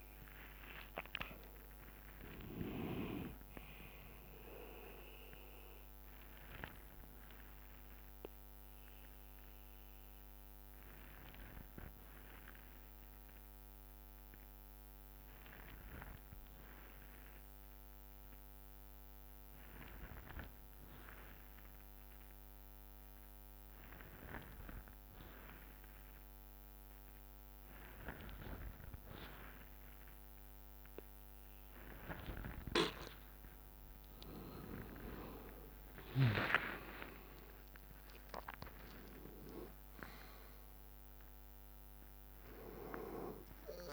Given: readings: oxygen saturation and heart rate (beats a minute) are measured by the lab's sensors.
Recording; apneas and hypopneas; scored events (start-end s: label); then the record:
breathing in sleep by a microphone on the trachea; 1
0.00-1.50 s: arousal
0.00-9.00 s: drop in pulse transit time (device-marked, heart rate 64 extreme)
0.00-14.00 s: oxygen desaturation (device-marked, oxygen 86% lowest, heart rate 56 extreme)
7.00-15.00 s: bradycardia (device-marked, heart rate 65 before, 56 extreme)
7.00-32.50 s: obstructive apnea (oxygen 99% before, 85% lowest, heart rate 67 before, 52 extreme, up 14 after)
30.00-43.93 s: oxygen desaturation (device-marked, oxygen 99% before, 85% lowest, heart rate 60 before, 52 extreme)
34.50-38.00 s: arousal
36.00-43.93 s: drop in pulse transit time (device-marked, heart rate 61 before, 62 extreme)
From the record:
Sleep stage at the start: N2 (light sleep); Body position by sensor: on the back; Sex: male